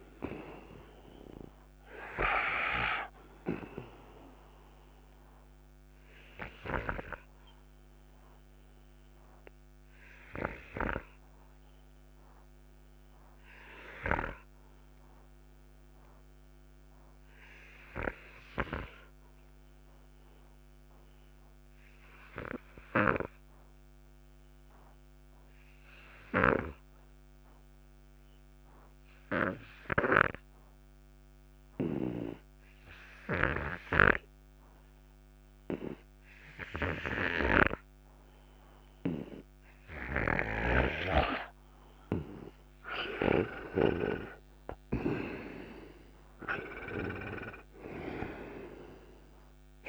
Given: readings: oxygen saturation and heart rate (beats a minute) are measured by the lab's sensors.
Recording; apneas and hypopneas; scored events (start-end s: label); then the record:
breathing in sleep by a microphone on the trachea; 1
0.00-21.50 s: oxygen desaturation (device-marked, oxygen 87% lowest, heart rate 60 extreme)
6.00-42.00 s: obstructive apnea (oxygen 98% before, 83% lowest, heart rate 62 before, 60 extreme, up 49 after)
36.50-49.89 s: oxygen desaturation (device-marked, oxygen 97% before, 83% lowest, heart rate 86 before, 57 extreme)
40.50-44.00 s: snoring (device-marked)
43.00-47.50 s: arousal
From the record:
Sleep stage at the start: N2 (light sleep); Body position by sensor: on the right side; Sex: male